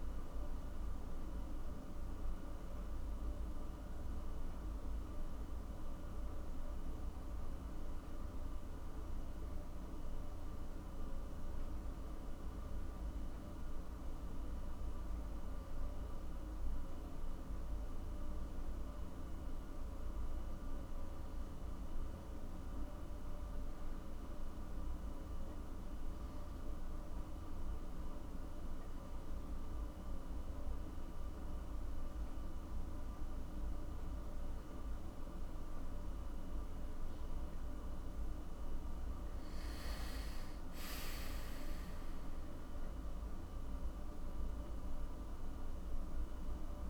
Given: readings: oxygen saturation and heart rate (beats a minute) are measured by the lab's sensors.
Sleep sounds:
breathing in sleep, hard to hear, by a room microphone; none
none scored
From the record:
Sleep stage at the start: N1 (lightest sleep); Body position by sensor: on the back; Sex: male

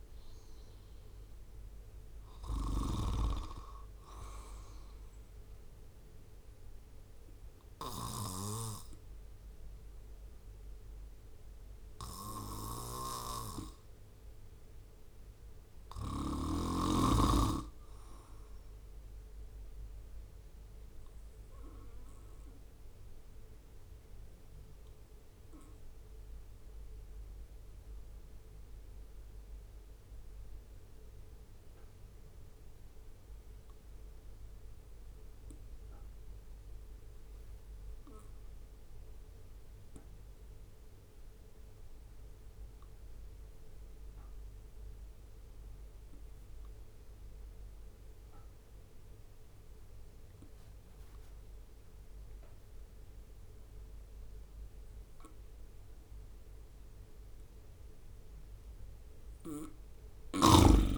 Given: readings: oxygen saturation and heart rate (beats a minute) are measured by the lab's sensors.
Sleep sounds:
breathing in sleep by a room microphone; 1
0.00-2.50 s: snoring (device-marked)
19.50-56.50 s: obstructive apnea (oxygen 98% before, 90% lowest, heart rate 67 before, 64 extreme, up 8 after)
42.50-60.98 s: oxygen desaturation (device-marked, oxygen 97% before, 90% lowest, heart rate 66 before, 61 extreme)
From the record:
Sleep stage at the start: N2 (light sleep); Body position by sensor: on the right side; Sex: male

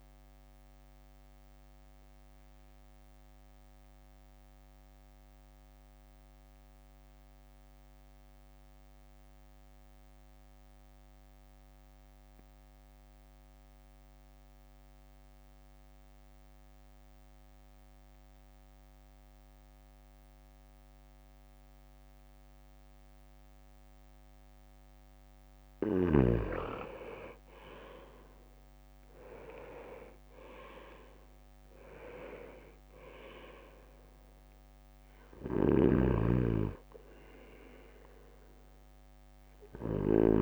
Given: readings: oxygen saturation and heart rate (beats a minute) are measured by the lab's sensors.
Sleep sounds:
breathing in sleep by a microphone on the trachea; 1
0.00-1.00 s: drop in pulse transit time (device-marked, heart rate 52 extreme)
2.00-26.00 s: obstructive apnea (oxygen 99% before, 95% lowest, heart rate 56 before, 51 extreme, up 6 after)
28.50-33.50 s: arousal
29.00-40.41 s: drop in pulse transit time (device-marked, heart rate 53 before, 52 extreme)
35.50-40.41 s: snoring (device-marked)
From the record:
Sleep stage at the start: N2 (light sleep); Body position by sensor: on the right side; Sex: male

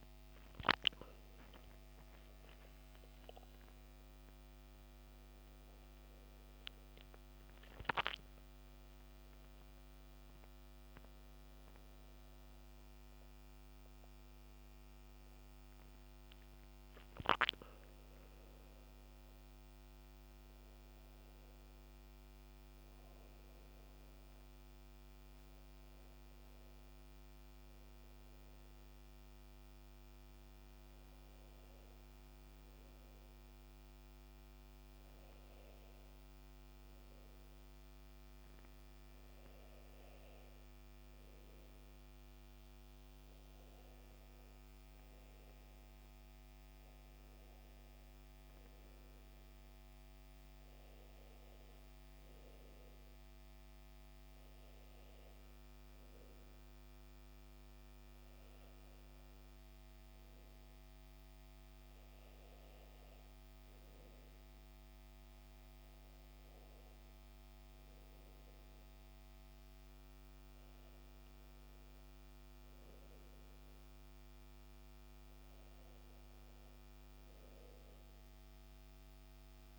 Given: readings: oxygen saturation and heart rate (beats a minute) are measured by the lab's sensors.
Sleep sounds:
breathing in sleep, hard to hear, by a microphone on the trachea; none
0.00-3.00 s: arousal
From the record:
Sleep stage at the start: N2 (light sleep); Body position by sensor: on the back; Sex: male

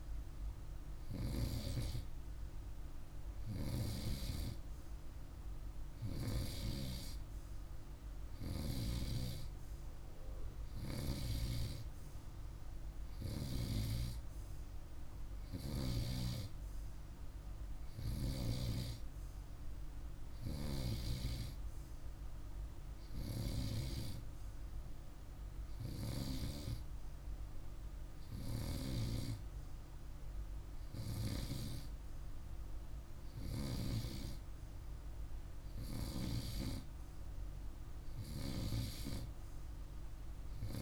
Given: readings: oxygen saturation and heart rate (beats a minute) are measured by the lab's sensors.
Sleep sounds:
breathing in sleep by a room microphone; none
none scored
From the record:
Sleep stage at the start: N2 (light sleep); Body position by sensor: on the right side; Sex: male

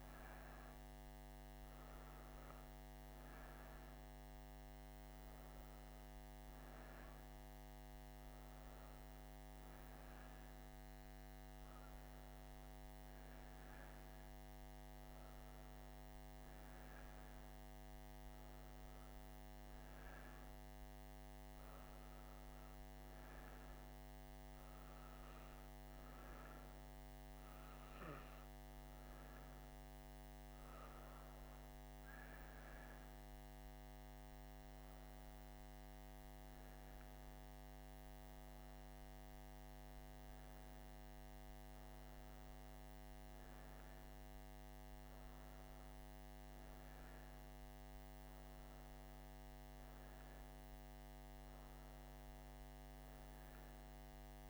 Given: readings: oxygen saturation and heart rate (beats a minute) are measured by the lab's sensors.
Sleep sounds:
breathing in sleep, hard to hear, by a microphone on the trachea; none
none scored
From the record:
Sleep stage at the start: N1 (lightest sleep); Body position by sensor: on the right side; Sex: female

